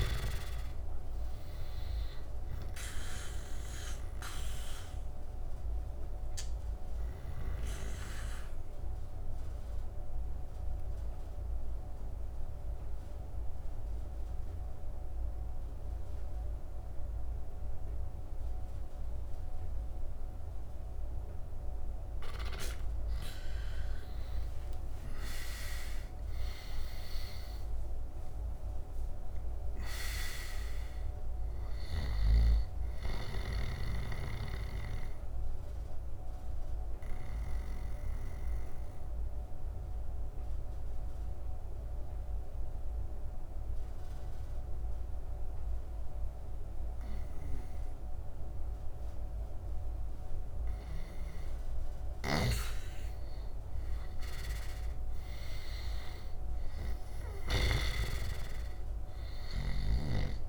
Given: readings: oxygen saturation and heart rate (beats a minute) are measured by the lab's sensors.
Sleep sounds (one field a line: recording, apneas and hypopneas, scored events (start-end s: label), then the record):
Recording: breathing in sleep by a room microphone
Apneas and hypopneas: 2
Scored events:
0.00-16.00 s: oxygen desaturation (device-marked, oxygen 97% before, 89% lowest, heart rate 77 before, 74 extreme)
4.50-21.50 s: obstructive apnea (oxygen 98% before, 89% lowest, heart rate 77 before, 69 extreme, up 5 after)
24.50-29.00 s: arousal
28.00-48.00 s: oxygen desaturation (device-marked, oxygen 98% before, 89% lowest, heart rate 83 before, 69 extreme)
35.50-51.00 s: obstructive apnea (oxygen 98% before, 87% lowest, heart rate 85 before, 69 extreme, up 12 after)
54.00-57.00 s: arousal
54.00-60.48 s: oxygen desaturation (device-marked, oxygen 98% before, 89% lowest, heart rate 75 before, 76 extreme)
From the record:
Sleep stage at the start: N2 (light sleep)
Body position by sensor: on the right side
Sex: male